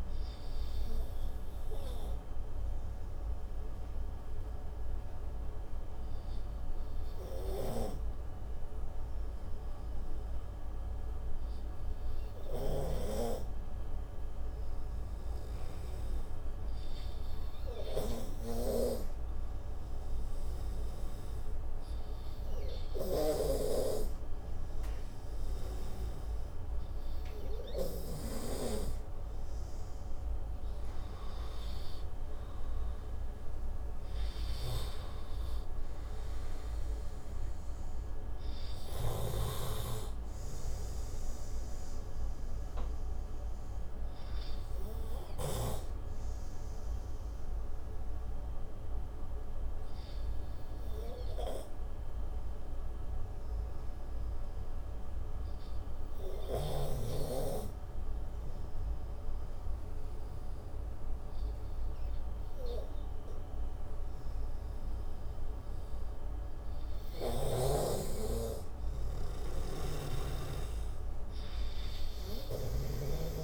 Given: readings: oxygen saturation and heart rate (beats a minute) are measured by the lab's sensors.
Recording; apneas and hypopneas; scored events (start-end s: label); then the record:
breathing in sleep by a room microphone; 2
0.50-28.00 s: obstructive apnea (oxygen 98% before, 88% lowest, heart rate 67 before, 59 extreme, up 27 after)
16.50-43.50 s: oxygen desaturation (device-marked, oxygen 97% before, 90% lowest, heart rate 62 before, 58 extreme)
31.50-34.00 s: arousal
45.50-68.50 s: obstructive apnea (oxygen 96% before, 88% lowest, heart rate 77 before, 58 extreme, up 13 after)
67.50-73.44 s: snoring (device-marked)
69.50-72.00 s: arousal
70.50-73.44 s: oxygen desaturation (device-marked, oxygen 98% before, 88% lowest, heart rate 61 before, 64 extreme)
From the record:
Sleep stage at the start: N2 (light sleep); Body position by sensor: on the right side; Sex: male